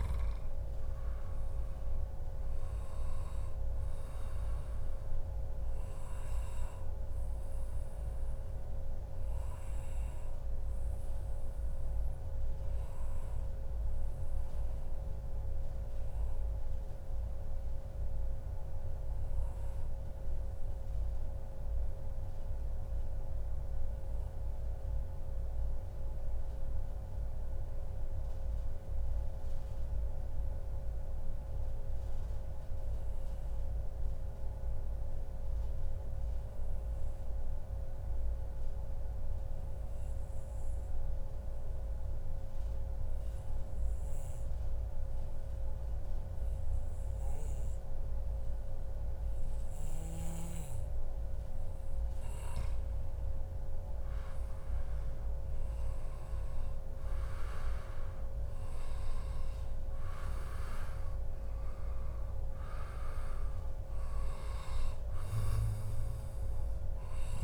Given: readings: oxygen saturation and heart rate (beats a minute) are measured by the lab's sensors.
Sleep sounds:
breathing in sleep, hard to hear, by a room microphone; 1
0.00-6.50 s: oxygen desaturation (device-marked, oxygen 93% lowest, heart rate 96 extreme)
6.50-50.00 s: obstructive apnea (oxygen 97% before, 93% lowest, heart rate 130 before, 96 extreme)
12.50-14.50 s: long interval between heartbeats (device-marked, heart rate 136 before, 114 extreme)
17.00-19.00 s: long interval between heartbeats (device-marked, heart rate 135 before, 96 extreme)
49.50-67.44 s: oxygen desaturation (device-marked, oxygen 97% before, 93% lowest, heart rate 142 before, 103 extreme)
50.50-52.50 s: long interval between heartbeats (device-marked, heart rate 142 before, 122 extreme)
52.00-56.00 s: arousal
From the record:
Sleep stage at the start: N2 (light sleep); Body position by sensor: on the back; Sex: male

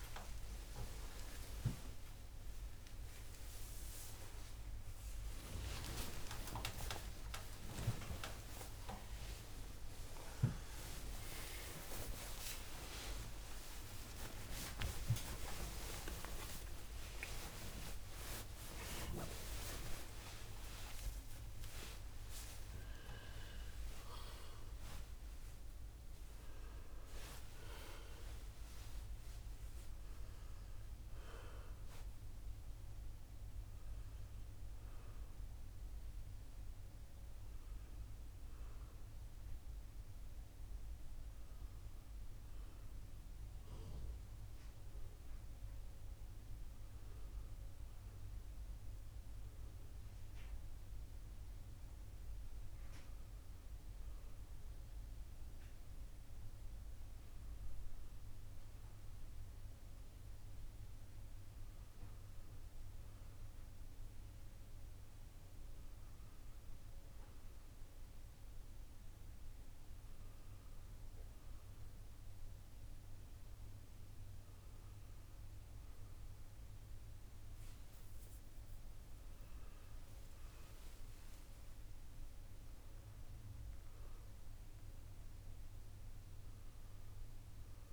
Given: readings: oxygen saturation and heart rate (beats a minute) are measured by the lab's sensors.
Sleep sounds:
a person partly awake in a sleep study, by a room microphone; none
32.50-39.50 s: oxygen desaturation (device-marked, oxygen 100% before, 92% lowest, heart rate 129 before, 55 extreme)
32.50-87.93 s: new sleep stage, N1 (lightest sleep)
51.50-77.50 s: oxygen desaturation (device-marked, oxygen 97% before, 94% lowest, heart rate 65 before, 54 extreme)
79.00-82.50 s: arousal
From the record:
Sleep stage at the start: awake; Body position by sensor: on the left side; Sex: male

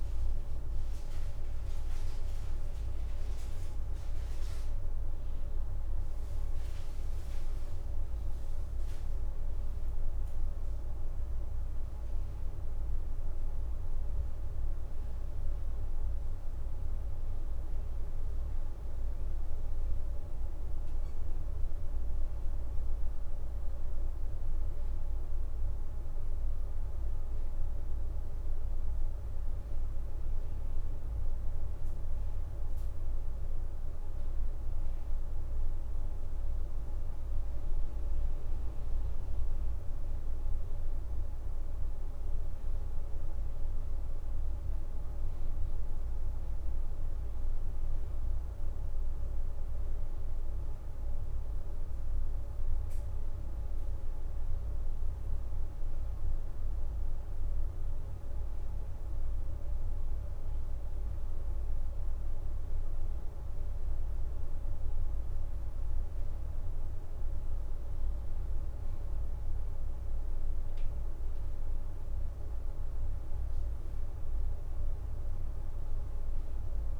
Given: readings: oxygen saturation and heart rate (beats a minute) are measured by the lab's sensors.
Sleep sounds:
a person partly awake in a sleep study, hard to hear, by a room microphone; none
4.00-64.00 s: new sleep stage, N1 (lightest sleep)
64.00-77.00 s: new sleep stage, N2 (light sleep)
70.50-72.50 s: leg movement (device-marked)
72.50-73.50 s: leg movement (device-marked)
From the record:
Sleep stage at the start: awake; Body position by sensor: on the right side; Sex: female

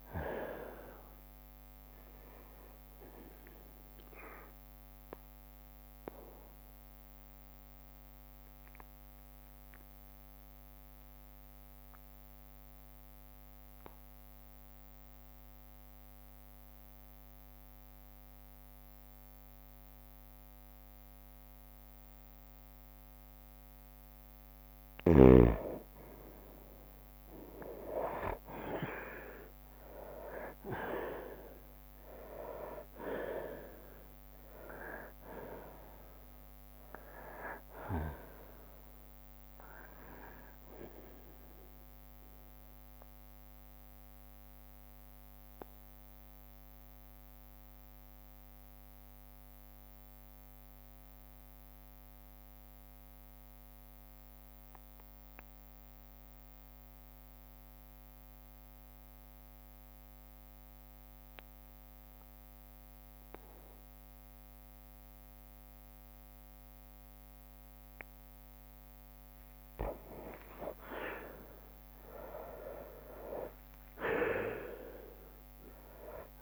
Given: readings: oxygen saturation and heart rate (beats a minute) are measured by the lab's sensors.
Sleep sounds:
breathing in sleep by a microphone on the trachea; 2
0.00-8.00 s: drop in pulse transit time (device-marked, heart rate 64 extreme)
1.00-20.00 s: oxygen desaturation (device-marked, oxygen 98% before, 92% lowest, heart rate 70 before, 61 extreme)
6.50-23.50 s: obstructive apnea (oxygen 98% before, 90% lowest, heart rate 72 before, 61 extreme, up 6 after)
26.00-31.00 s: arousal
28.00-46.00 s: drop in pulse transit time (device-marked, heart rate 61 before, 62 extreme)
32.00-56.00 s: oxygen desaturation (device-marked, oxygen 97% before, 90% lowest, heart rate 62 before, 59 extreme)
41.50-67.50 s: obstructive apnea (oxygen 97% before, 89% lowest, heart rate 66 before, 59 extreme, up 23 after)
48.00-57.00 s: bradycardia (device-marked, heart rate 63 before, 59 extreme)
67.00-76.42 s: oxygen desaturation (device-marked, oxygen 98% before, 91% lowest, heart rate 60 before, 59 extreme)
69.50-74.50 s: arousal
72.00-76.42 s: drop in pulse transit time (device-marked, heart rate 62 before, 68 extreme)
74.50-76.42 s: long interval between heartbeats (device-marked, heart rate 64 before, 74 extreme)
From the record:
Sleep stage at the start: N2 (light sleep); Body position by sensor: on the right side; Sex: male

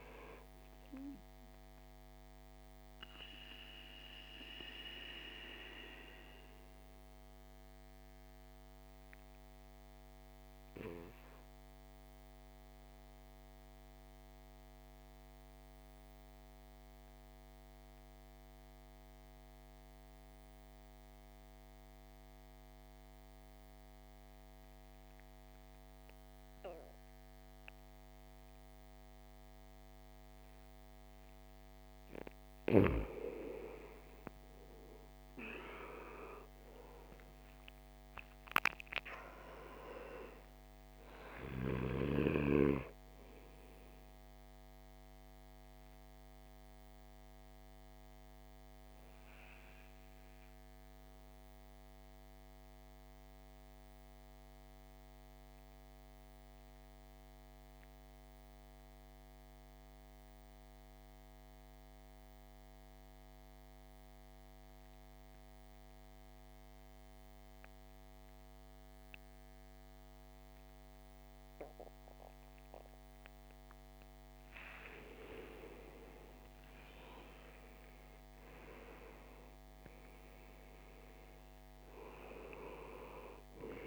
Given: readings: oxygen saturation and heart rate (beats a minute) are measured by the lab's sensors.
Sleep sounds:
breathing in sleep by a microphone on the trachea; 2
0.00-22.50 s: oxygen desaturation (device-marked, oxygen 81% lowest, heart rate 53 extreme)
2.00-32.50 s: obstructive apnea (oxygen 99% before, 81% lowest, heart rate 62 before, 53 extreme, up 15 after)
32.50-64.50 s: oxygen desaturation (device-marked, oxygen 99% before, 82% lowest, heart rate 56 before, 53 extreme)
35.50-40.00 s: arousal
44.50-72.50 s: mixed apnea (oxygen 99% before, 80% lowest, heart rate 63 before, 52 extreme, up 14 after)
73.50-83.87 s: oxygen desaturation (device-marked, oxygen 99% before, 80% lowest, heart rate 55 before, 52 extreme)
75.00-78.50 s: arousal
From the record:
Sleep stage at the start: N2 (light sleep); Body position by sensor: on the back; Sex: male

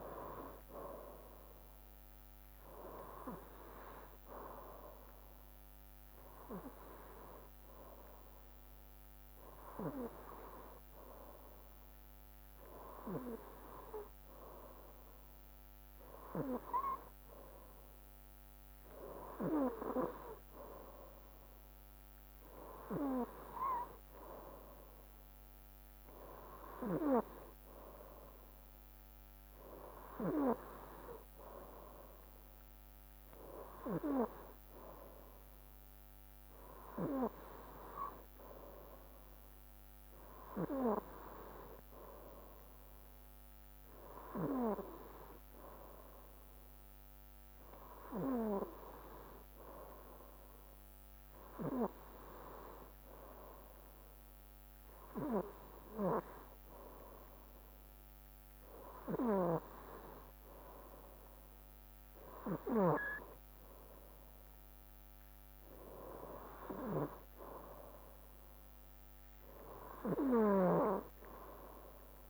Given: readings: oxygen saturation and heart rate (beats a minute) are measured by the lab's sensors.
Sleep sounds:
breathing in sleep by a microphone on the trachea; none
none scored
From the record:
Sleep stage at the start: N2 (light sleep); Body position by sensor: on the right side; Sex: male

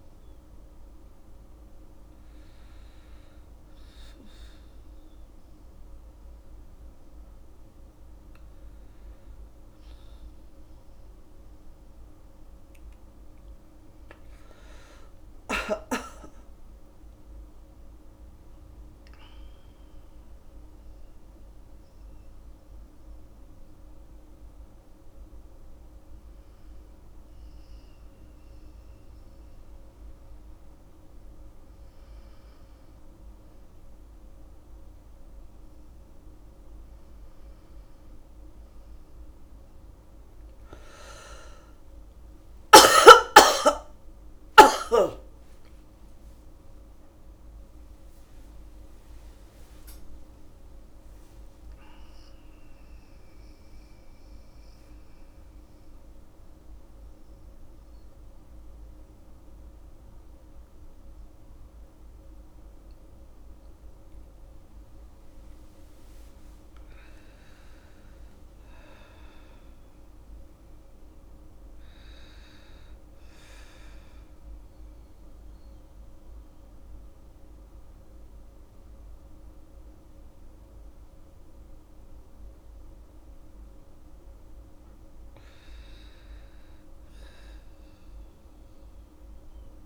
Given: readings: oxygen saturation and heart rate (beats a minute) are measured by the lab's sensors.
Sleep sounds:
a person partly awake in a sleep study, hard to hear, by a room microphone; 1
25.00-55.00 s: new sleep stage, awake
50.00-58.00 s: oxygen desaturation (device-marked, oxygen 97% before, 94% lowest, heart rate 76 before, 71 extreme)
55.00-85.00 s: new sleep stage, N1 (lightest sleep)
74.50-85.00 s: central apnea (oxygen 99% before, 95% lowest, heart rate 79 before, 75 extreme, up 1 after)
85.00-89.85 s: new sleep stage, N2 (light sleep)
85.50-89.85 s: arousal
From the record:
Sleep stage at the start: N1 (lightest sleep); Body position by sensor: on the back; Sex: female

